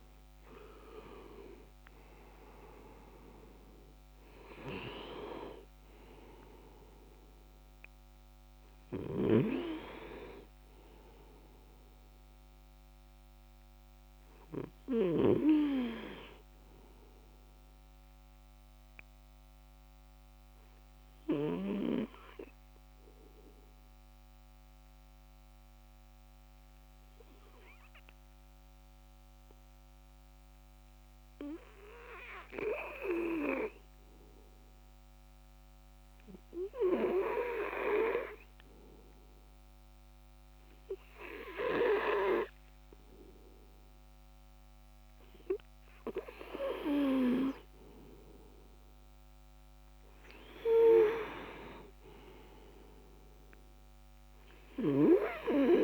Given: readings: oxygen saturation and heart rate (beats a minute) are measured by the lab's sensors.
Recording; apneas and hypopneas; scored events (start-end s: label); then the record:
breathing in sleep by a microphone on the trachea; 1
0.00-26.50 s: oxygen desaturation (device-marked, oxygen 89% lowest, heart rate 149 extreme)
19.00-45.00 s: obstructive apnea (oxygen 97% before, 89% lowest, heart rate 189 before, 142 extreme, up 33 after)
47.50-51.50 s: arousal
From the record:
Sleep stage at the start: N2 (light sleep); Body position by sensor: on the back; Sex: male